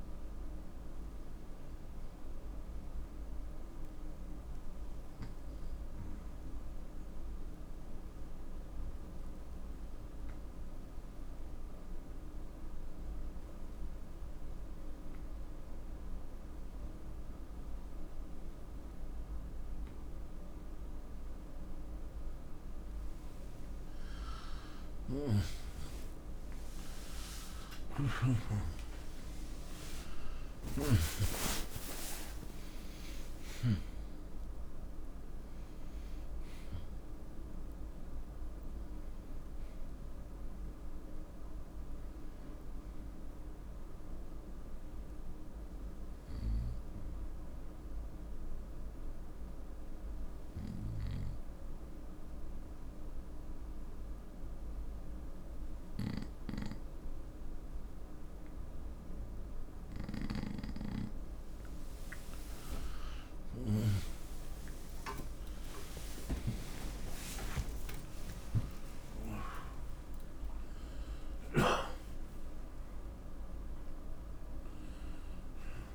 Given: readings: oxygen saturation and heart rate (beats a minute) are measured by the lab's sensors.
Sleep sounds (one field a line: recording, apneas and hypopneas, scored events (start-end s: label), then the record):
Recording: breathing in sleep by a room microphone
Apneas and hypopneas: 2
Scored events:
3.50-24.00 s: obstructive apnea (oxygen 97% before, 88% lowest, heart rate 72 before, 62 extreme, up 29 after)
7.00-14.00 s: oxygen desaturation (device-marked, oxygen 93% before, 89% lowest, heart rate 71 before, 62 extreme)
26.00-31.50 s: arousal
30.00-75.95 s: new sleep stage, N1 (lightest sleep)
41.00-57.00 s: oxygen desaturation (device-marked, oxygen 94% before, 88% lowest, heart rate 80 before, 62 extreme)
43.50-59.50 s: obstructive apnea (oxygen 97% before, 88% lowest, heart rate 80 before, 62 extreme, up 17 after)
61.00-66.50 s: arousal
70.00-75.95 s: oxygen desaturation (device-marked, oxygen 96% before, 92% lowest, heart rate 66 before, 62 extreme)
From the record:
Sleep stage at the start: N2 (light sleep)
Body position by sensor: on the right side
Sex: male